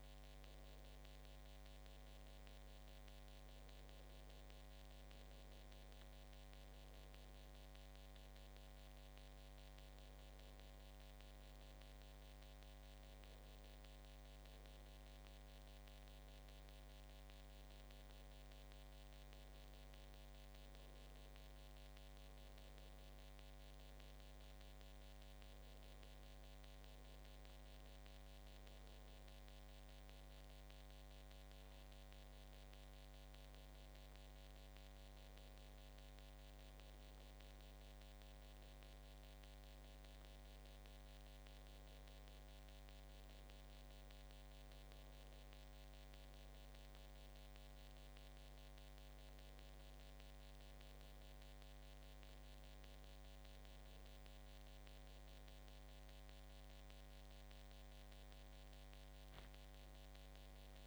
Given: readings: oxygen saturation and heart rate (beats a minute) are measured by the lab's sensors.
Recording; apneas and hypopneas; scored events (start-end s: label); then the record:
breathing in sleep, hard to hear, by a microphone on the trachea; none
15.00-60.87 s: new sleep stage, N2 (light sleep)
From the record:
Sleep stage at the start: N1 (lightest sleep); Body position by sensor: on the back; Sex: male